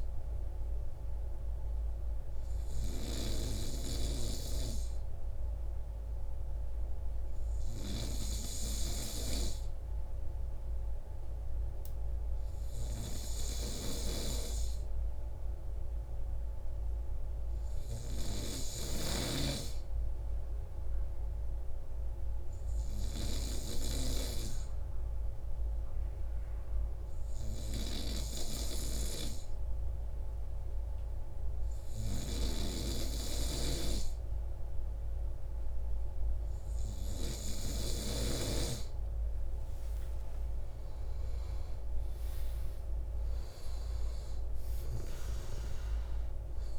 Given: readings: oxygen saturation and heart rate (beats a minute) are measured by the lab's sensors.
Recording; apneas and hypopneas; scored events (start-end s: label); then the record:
breathing in sleep by a room microphone; 1
20.00-34.50 s: hypopnea (oxygen 95% before, 94% lowest)
39.50-43.50 s: arousal
From the record:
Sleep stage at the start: N3 (deep sleep); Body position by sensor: on the right side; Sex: male